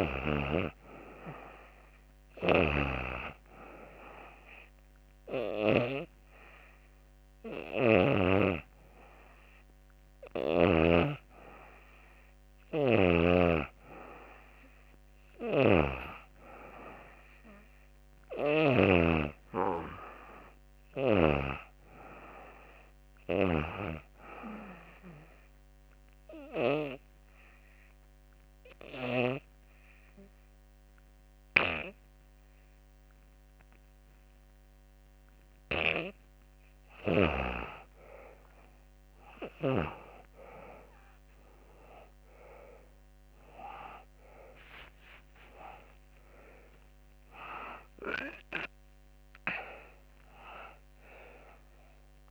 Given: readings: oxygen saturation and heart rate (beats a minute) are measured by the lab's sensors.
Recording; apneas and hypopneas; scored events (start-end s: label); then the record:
breathing in sleep by a microphone on the trachea; 1
0.00-12.00 s: oxygen desaturation (device-marked, oxygen 89% lowest, heart rate 82 extreme)
18.50-22.00 s: arousal
24.50-36.00 s: obstructive apnea (oxygen 96% before, 88% lowest, heart rate 86 before, 82 extreme, up 8 after)
39.00-52.00 s: oxygen desaturation (device-marked, oxygen 95% before, 88% lowest, heart rate 85 before, 85 extreme)
44.00-48.50 s: arousal
From the record:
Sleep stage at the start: N2 (light sleep); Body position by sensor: on the back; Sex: female